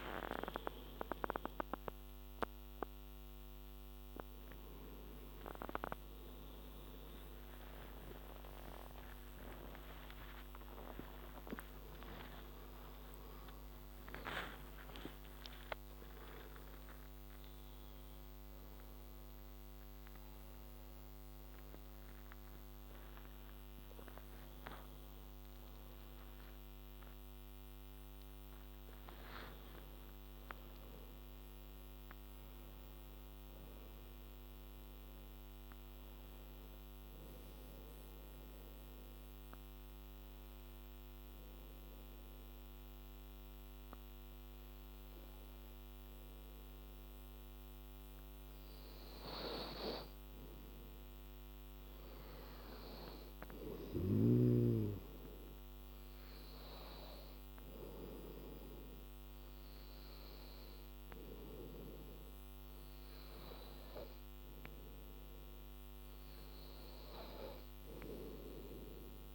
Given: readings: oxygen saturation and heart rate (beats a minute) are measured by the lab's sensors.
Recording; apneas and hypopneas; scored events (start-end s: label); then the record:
a person partly awake in a sleep study, by a microphone on the trachea; 1
0.00-18.50 s: oxygen desaturation (device-marked, oxygen 94% lowest, heart rate 72 extreme)
12.00-14.00 s: long interval between heartbeats (device-marked, heart rate 82 before, 103 extreme)
21.50-51.50 s: new sleep stage, N1 (lightest sleep)
22.50-24.50 s: long interval between heartbeats (device-marked, heart rate 94 before, 103 extreme)
38.50-51.00 s: obstructive apnea (oxygen 99% before, 95% lowest, heart rate 97 before, 70 extreme, up 14 after)
51.50-69.35 s: new sleep stage, N2 (light sleep)
52.00-56.00 s: arousal
52.50-62.50 s: oxygen desaturation (device-marked, oxygen 98% before, 95% lowest, heart rate 76 before, 83 extreme)
From the record:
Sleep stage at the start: awake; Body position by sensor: on the back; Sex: female